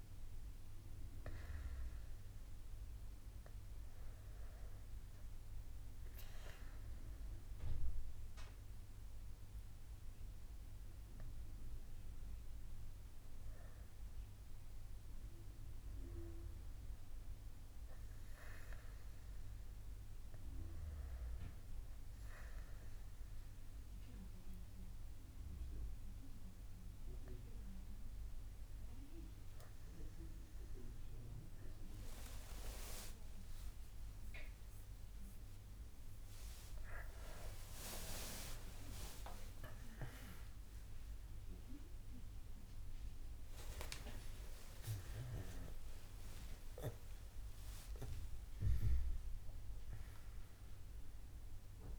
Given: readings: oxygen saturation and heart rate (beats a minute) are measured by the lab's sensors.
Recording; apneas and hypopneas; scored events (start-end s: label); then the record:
a person partly awake in a sleep study, by a room microphone; none
34.00-51.99 s: new sleep stage, awake
From the record:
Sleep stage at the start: N2 (light sleep); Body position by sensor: on the back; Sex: male